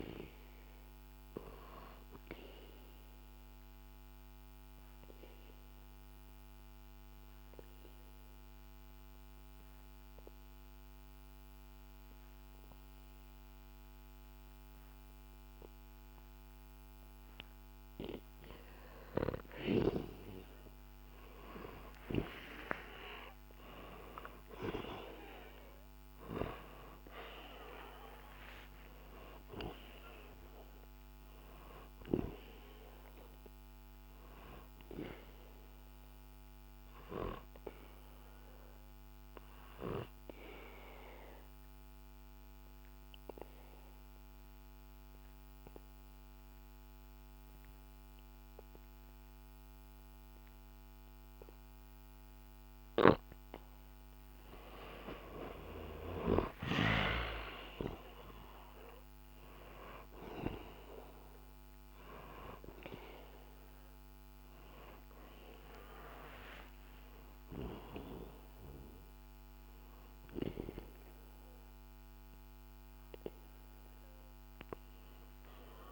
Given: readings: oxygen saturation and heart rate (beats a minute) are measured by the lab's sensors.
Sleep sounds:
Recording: breathing in sleep by a microphone on the trachea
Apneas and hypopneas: 2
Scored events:
0.00-5.00 s: oxygen desaturation (device-marked, oxygen 90% lowest, heart rate 64 extreme)
1.50-18.50 s: obstructive apnea (oxygen 98% before, 90% lowest, heart rate 68 before, 64 extreme, up 0 after)
21.50-28.00 s: arousal
25.00-46.00 s: oxygen desaturation (device-marked, oxygen 99% before, 92% lowest, heart rate 66 before, 64 extreme)
37.00-52.50 s: obstructive apnea (oxygen 99% before, 92% lowest, heart rate 66 before, 64 extreme)
55.00-59.50 s: arousal
63.00-71.00 s: oxygen desaturation (device-marked, oxygen 97% before, 93% lowest, heart rate 65 before, 62 extreme)
From the record:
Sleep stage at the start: N2 (light sleep)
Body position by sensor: on the back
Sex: male

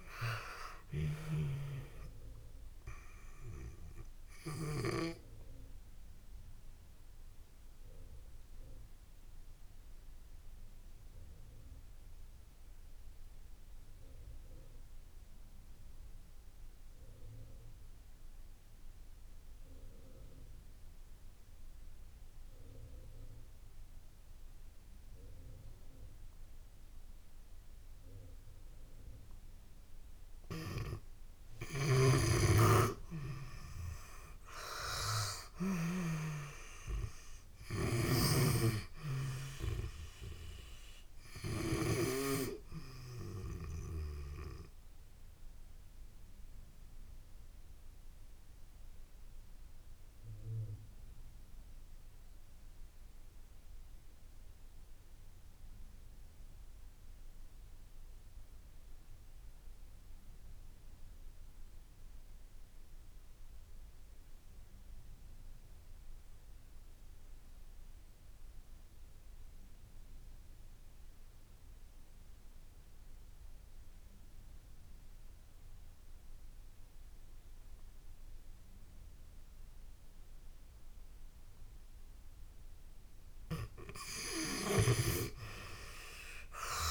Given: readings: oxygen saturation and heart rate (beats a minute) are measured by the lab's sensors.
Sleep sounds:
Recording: breathing in sleep by a room microphone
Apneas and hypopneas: 2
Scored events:
0.00-28.00 s: oxygen desaturation (device-marked, oxygen 80% lowest)
5.00-29.50 s: obstructive apnea (oxygen 97% before, 80% lowest)
31.00-35.50 s: snoring (device-marked)
31.50-35.00 s: arousal
37.00-66.00 s: oxygen desaturation (device-marked, oxygen 97% before, 86% lowest)
37.50-42.00 s: snoring (device-marked)
45.00-82.50 s: obstructive apnea (oxygen 97% before, 80% lowest)
78.00-86.90 s: oxygen desaturation (device-marked, oxygen 97% before, 80% lowest)
84.00-86.90 s: snoring (device-marked)
84.50-86.90 s: arousal
From the record:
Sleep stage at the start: N2 (light sleep)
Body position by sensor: on the back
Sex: female

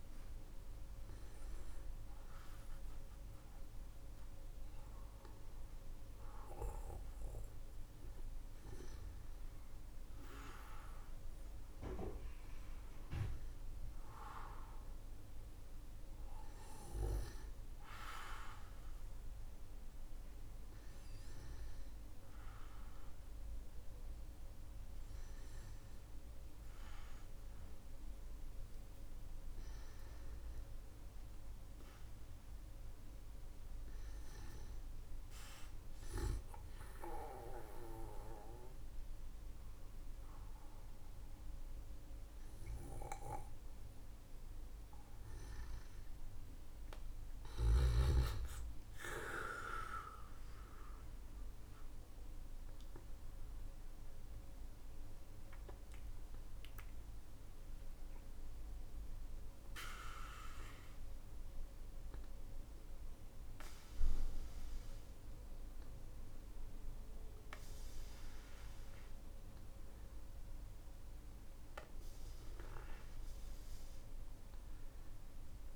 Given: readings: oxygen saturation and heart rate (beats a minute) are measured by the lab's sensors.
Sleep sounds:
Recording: a person awake in a sleep study, by a room microphone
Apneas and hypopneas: none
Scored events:
none scored
From the record:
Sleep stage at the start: awake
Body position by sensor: on the back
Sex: male

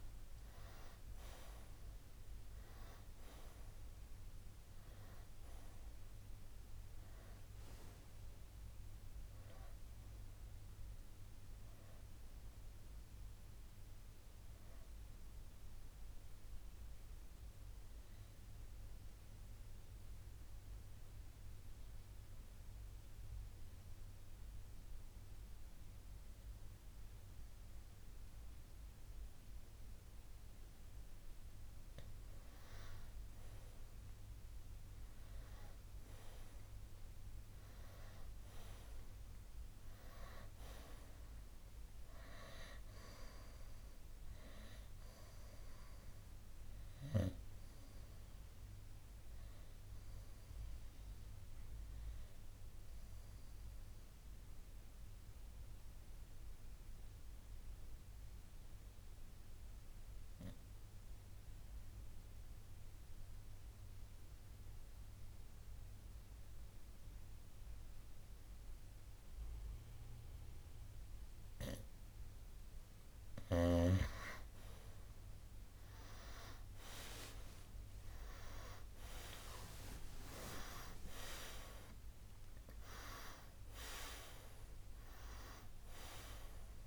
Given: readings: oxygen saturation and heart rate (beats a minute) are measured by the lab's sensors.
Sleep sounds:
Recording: breathing in sleep by a room microphone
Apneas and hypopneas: 2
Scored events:
0.00-9.00 s: oxygen desaturation (device-marked, oxygen 93% lowest, heart rate 58 extreme)
15.00-30.00 s: oxygen desaturation (device-marked, oxygen 94% before, 89% lowest, heart rate 71 before, 58 extreme)
15.00-31.50 s: mixed apnea (oxygen 97% before, 89% lowest, heart rate 71 before, 58 extreme, up 7 after)
33.50-37.50 s: arousal
46.00-69.00 s: oxygen desaturation (device-marked, oxygen 97% before, 91% lowest, heart rate 65 before, 58 extreme)
51.50-72.50 s: obstructive apnea (oxygen 97% before, 89% lowest, heart rate 65 before, 58 extreme, up 10 after)
75.00-81.50 s: arousal
81.00-86.87 s: oxygen desaturation (device-marked, oxygen 96% before, 91% lowest, heart rate 63 before, 54 extreme)
From the record:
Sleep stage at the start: N2 (light sleep)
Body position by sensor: on the right side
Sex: male

